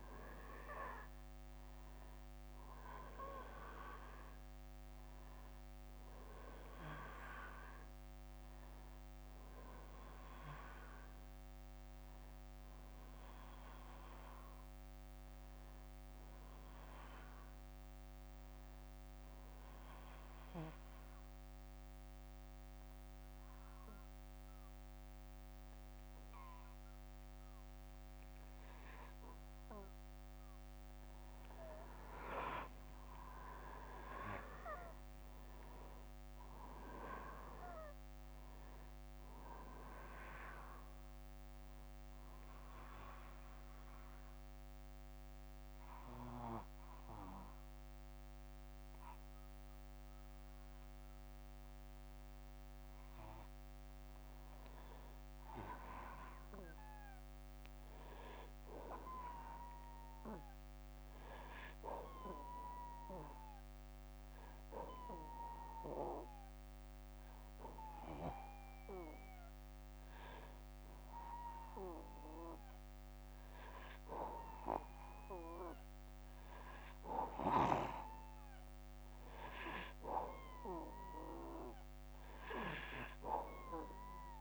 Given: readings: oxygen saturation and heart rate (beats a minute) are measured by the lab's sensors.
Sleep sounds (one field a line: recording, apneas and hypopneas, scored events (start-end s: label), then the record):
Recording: breathing in sleep by a microphone on the trachea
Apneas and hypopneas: 3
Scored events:
18.50-30.00 s: obstructive apnea (oxygen 96% before, 92% lowest, heart rate 35 before, 48 extreme)
22.50-82.50 s: new sleep stage, N2 (light sleep)
29.50-46.50 s: oxygen desaturation (device-marked, oxygen 97% before, 93% lowest, heart rate 56 before, 147 extreme)
32.50-37.00 s: arousal
42.50-54.00 s: obstructive apnea (oxygen 97% before, 92% lowest, heart rate 153 before, 147 extreme, up 31 after)
55.50-58.50 s: arousal
63.50-77.50 s: hypopnea (oxygen 97% before, 92% lowest, heart rate 185 before, 139 extreme, up 51 after)
82.50-84.41 s: new sleep stage, awake
From the record:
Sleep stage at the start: N1 (lightest sleep)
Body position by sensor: on the back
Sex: male